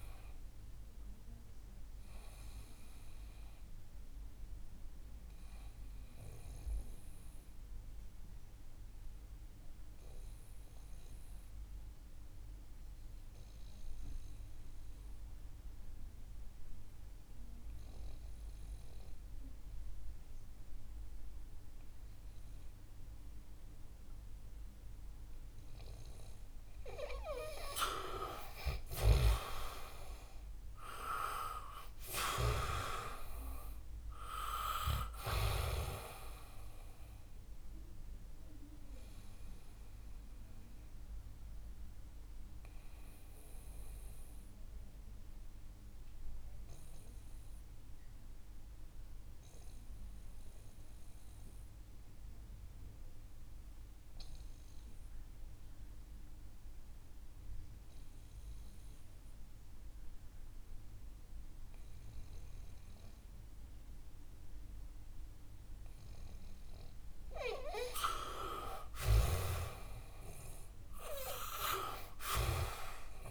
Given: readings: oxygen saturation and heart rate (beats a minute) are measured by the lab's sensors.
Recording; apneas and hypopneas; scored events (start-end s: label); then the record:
breathing in sleep by a room microphone; 2
0.00-24.50 s: oxygen desaturation (device-marked, oxygen 89% lowest, heart rate 61 extreme)
1.50-26.00 s: obstructive apnea (oxygen 98% before, 89% lowest, heart rate 67 before, 61 extreme, up 7 after)
29.50-34.00 s: arousal
39.50-66.00 s: obstructive apnea (oxygen 98% before, 89% lowest, heart rate 68 before, 61 extreme, up 14 after)
54.50-62.50 s: oxygen desaturation (device-marked, oxygen 96% before, 91% lowest, heart rate 66 before, 63 extreme)
From the record:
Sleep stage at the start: N2 (light sleep); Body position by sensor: on the back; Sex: male